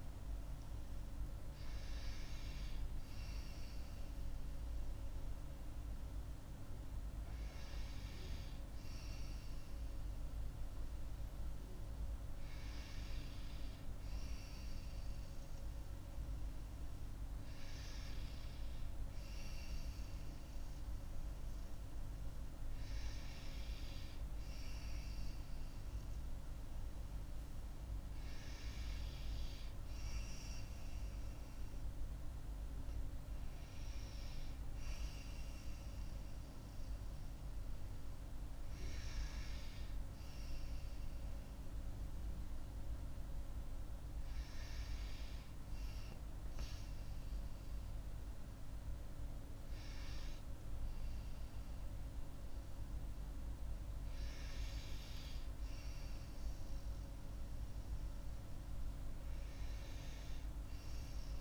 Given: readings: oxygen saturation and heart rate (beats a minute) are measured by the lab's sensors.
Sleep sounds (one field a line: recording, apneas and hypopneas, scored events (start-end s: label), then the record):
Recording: breathing in sleep, hard to hear, by a room microphone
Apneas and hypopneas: none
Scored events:
none scored
From the record:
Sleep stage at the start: N2 (light sleep)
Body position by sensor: on the right side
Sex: female